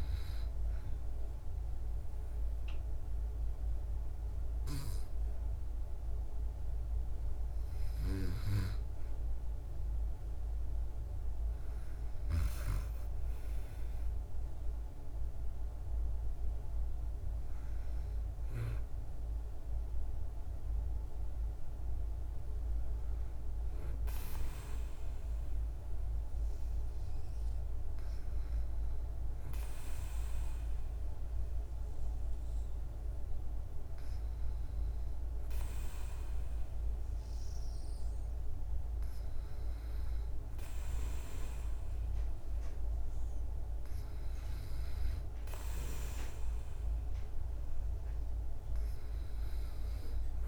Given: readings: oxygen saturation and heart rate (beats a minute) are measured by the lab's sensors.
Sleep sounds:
breathing in sleep, hard to hear, by a room microphone; none
none scored
From the record:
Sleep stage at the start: N2 (light sleep); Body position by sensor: on the back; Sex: female

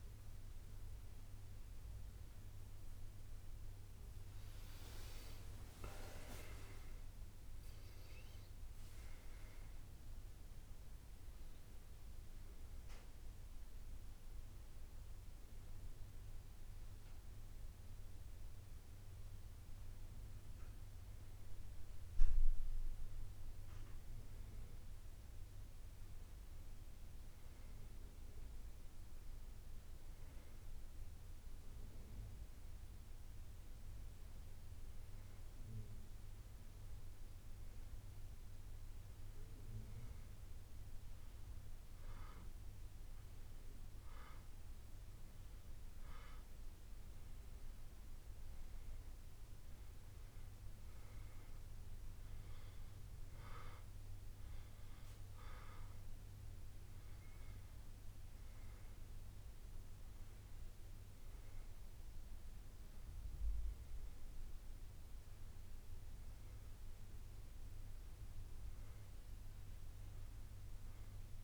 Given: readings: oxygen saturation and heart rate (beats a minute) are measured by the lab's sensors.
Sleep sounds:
breathing in sleep, hard to hear, by a room microphone; none
6.00-10.00 s: arousal
25.00-71.43 s: new sleep stage, N2 (light sleep)
From the record:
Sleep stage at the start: N1 (lightest sleep); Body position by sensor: on the back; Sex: male

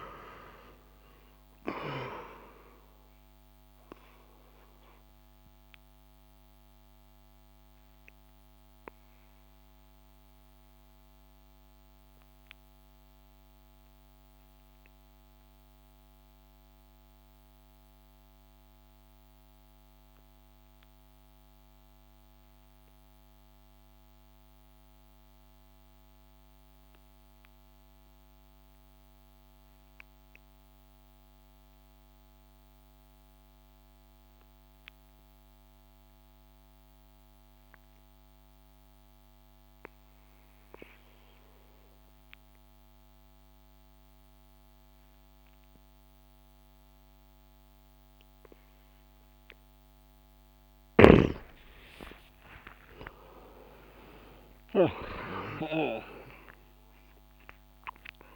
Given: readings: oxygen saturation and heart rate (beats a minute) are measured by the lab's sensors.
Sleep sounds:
breathing in sleep by a microphone on the trachea; 1
0.00-26.00 s: oxygen desaturation (device-marked, oxygen 87% lowest)
3.50-50.50 s: obstructive apnea (oxygen 98% before, 83% lowest)
39.00-58.36 s: oxygen desaturation (device-marked, oxygen 98% before, 83% lowest)
50.50-55.00 s: snoring (device-marked)
51.50-56.00 s: arousal
From the record:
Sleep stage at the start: N2 (light sleep); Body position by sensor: on the back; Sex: male

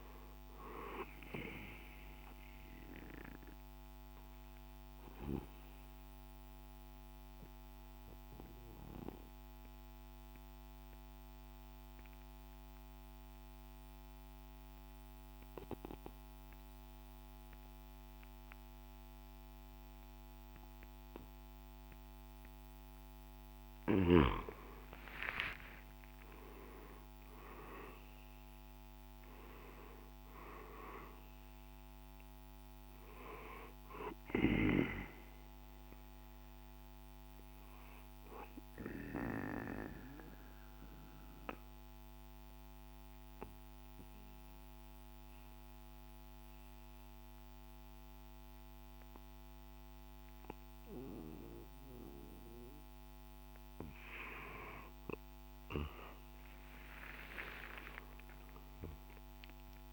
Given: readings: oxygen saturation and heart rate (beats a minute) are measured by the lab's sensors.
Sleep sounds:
breathing in sleep by a microphone on the trachea; 2
0.00-1.50 s: oxygen desaturation (device-marked, oxygen 94% lowest, heart rate 52 extreme)
0.00-8.50 s: drop in pulse transit time (device-marked, heart rate 53 extreme)
2.00-22.50 s: obstructive apnea (oxygen 98% before, 88% lowest, heart rate 59 before, 52 extreme, up 7 after)
3.50-21.50 s: oxygen desaturation (device-marked, oxygen 96% before, 91% lowest, heart rate 60 before, 52 extreme)
24.50-28.50 s: arousal
28.50-51.50 s: oxygen desaturation (device-marked, oxygen 98% before, 88% lowest, heart rate 55 before, 53 extreme)
37.50-53.50 s: obstructive apnea (oxygen 98% before, 88% lowest, heart rate 58 before, 53 extreme, up 23 after)
55.50-59.93 s: arousal
From the record:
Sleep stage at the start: N2 (light sleep); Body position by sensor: on the right side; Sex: male

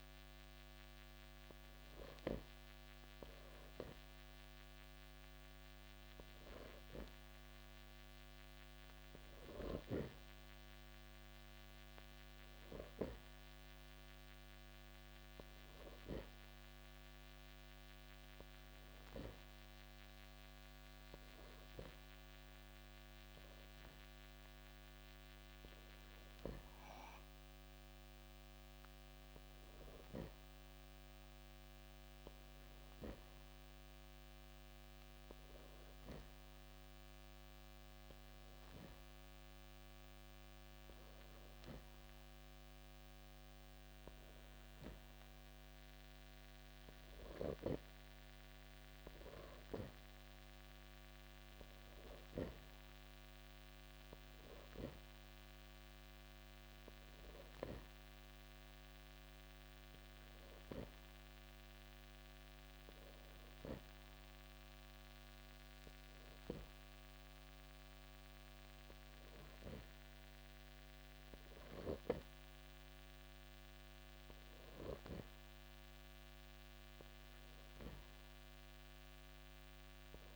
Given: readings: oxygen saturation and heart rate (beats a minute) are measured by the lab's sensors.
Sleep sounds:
breathing in sleep by a microphone on the trachea; none
6.00-28.00 s: oxygen desaturation (device-marked, oxygen 95% before, 90% lowest, heart rate 55 before, 54 extreme)
From the record:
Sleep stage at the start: N2 (light sleep); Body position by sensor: on the back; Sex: male

